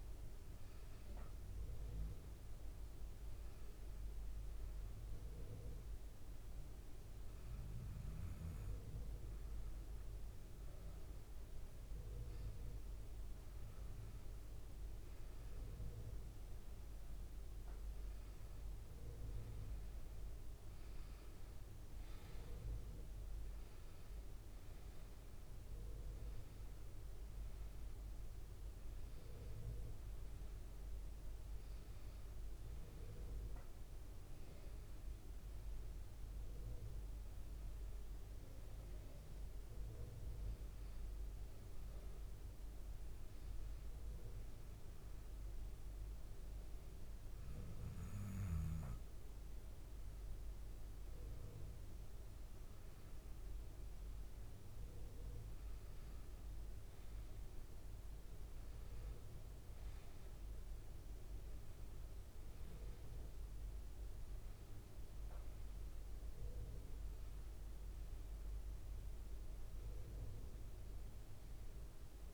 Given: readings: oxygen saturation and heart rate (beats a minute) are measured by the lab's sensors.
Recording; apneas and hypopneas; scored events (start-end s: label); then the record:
breathing in sleep, hard to hear, by a room microphone; 2
0.00-2.00 s: arousal
4.00-15.00 s: hypopnea (oxygen 97% before, 92% lowest, heart rate 80 before, 77 extreme, up 4 after)
16.50-21.50 s: arousal
42.50-53.50 s: hypopnea (oxygen 95% before, 92% lowest, heart rate 82 before, 77 extreme, up 4 after)
57.50-61.50 s: arousal
From the record:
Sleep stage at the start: N1 (lightest sleep); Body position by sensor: on the back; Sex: male